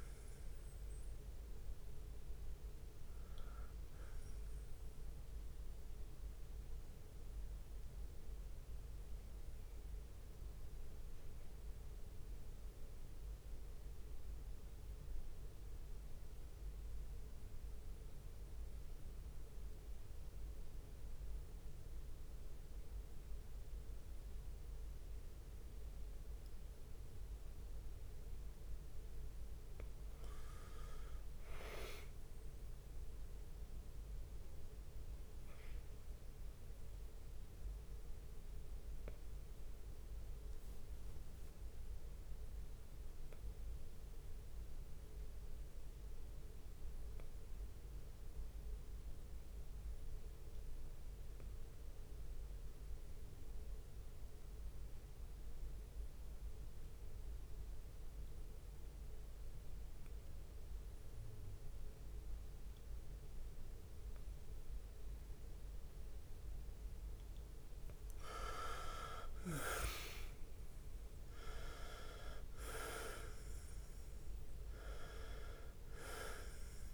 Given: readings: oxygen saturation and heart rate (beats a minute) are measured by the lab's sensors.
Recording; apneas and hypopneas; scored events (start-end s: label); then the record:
breathing in sleep by a room microphone; 2
0.00-1.50 s: leg movement (device-marked)
0.00-1.50 s: long interval between heartbeats (device-marked)
0.00-17.00 s: oxygen desaturation (device-marked, oxygen 84% lowest)
0.00-35.00 s: bradycardia (device-marked)
8.00-27.00 s: obstructive apnea (oxygen 94% before, 84% lowest)
8.50-10.50 s: long interval between heartbeats (device-marked)
8.50-14.00 s: leg movement (device-marked)
17.00-18.50 s: leg movement (device-marked)
19.00-21.00 s: long interval between heartbeats (device-marked)
26.50-36.50 s: leg movement (device-marked)
30.00-33.00 s: arousal
38.00-41.00 s: bradycardia (device-marked)
39.50-68.00 s: obstructive apnea (oxygen 99% before, 88% lowest)
40.50-42.00 s: leg movement (device-marked)
45.00-55.00 s: leg movement (device-marked)
57.00-65.00 s: bradycardia (device-marked)
58.00-76.93 s: oxygen desaturation (device-marked, oxygen 97% before, 88% lowest)
65.00-67.00 s: leg movement (device-marked)
69.00-74.00 s: arousal
From the record:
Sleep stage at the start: N2 (light sleep); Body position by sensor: on the back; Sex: male